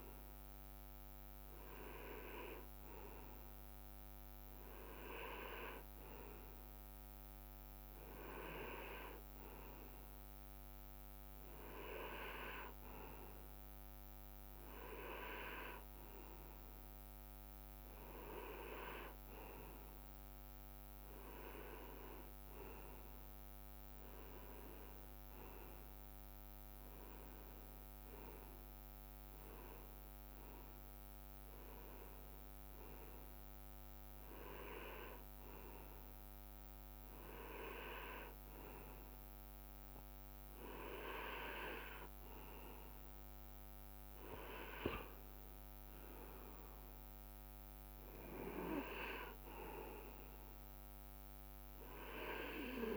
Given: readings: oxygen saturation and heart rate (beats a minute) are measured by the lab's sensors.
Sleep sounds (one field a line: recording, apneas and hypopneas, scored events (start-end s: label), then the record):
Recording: breathing in sleep by a microphone on the trachea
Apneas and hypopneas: none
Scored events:
4.00-6.00 s: long interval between heartbeats (device-marked, heart rate 63 before, 71 extreme)
47.50-49.50 s: long interval between heartbeats (device-marked, heart rate 63 before, 79 extreme)
From the record:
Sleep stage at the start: N2 (light sleep)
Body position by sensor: on the right side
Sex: male